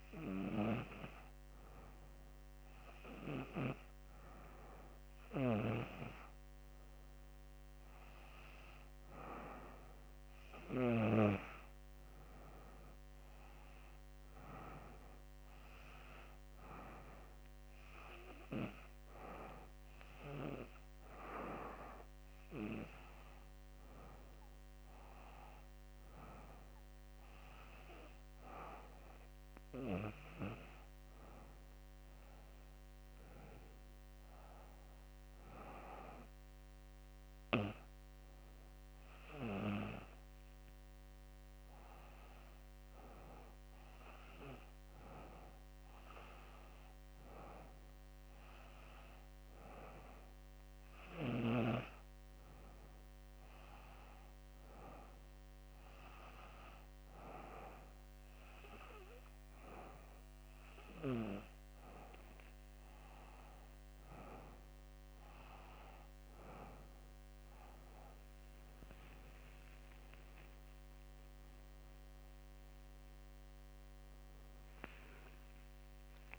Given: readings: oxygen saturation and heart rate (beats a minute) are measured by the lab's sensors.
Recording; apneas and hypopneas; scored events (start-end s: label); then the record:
breathing in sleep by a microphone on the trachea; none
71.50-75.00 s: arousal
From the record:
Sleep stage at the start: N2 (light sleep); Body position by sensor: on the back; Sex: female